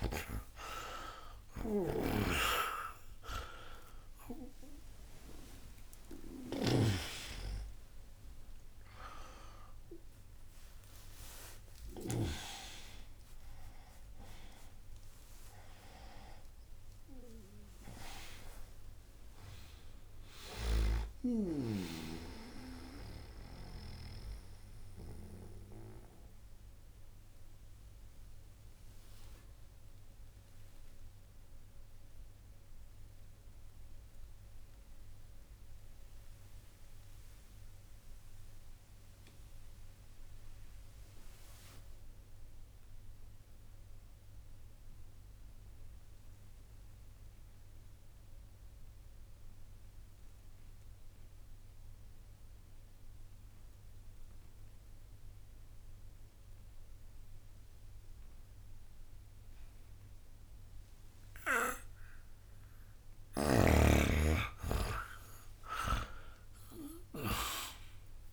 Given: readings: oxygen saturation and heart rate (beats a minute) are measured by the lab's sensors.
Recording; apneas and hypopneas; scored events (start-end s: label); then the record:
breathing in sleep by a room microphone; 1
0.00-42.00 s: oxygen desaturation (device-marked, oxygen 79% lowest, heart rate 60 extreme)
1.00-6.50 s: snoring (device-marked)
16.00-20.00 s: arousal
23.50-62.50 s: mixed apnea (oxygen 93% before, 79% lowest, heart rate 114 before, 60 extreme)
60.00-68.33 s: oxygen desaturation (device-marked, oxygen 99% before, 81% lowest, heart rate 61 before, 60 extreme)
67.00-68.33 s: arousal
From the record:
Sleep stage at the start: N2 (light sleep); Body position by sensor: on the right side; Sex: male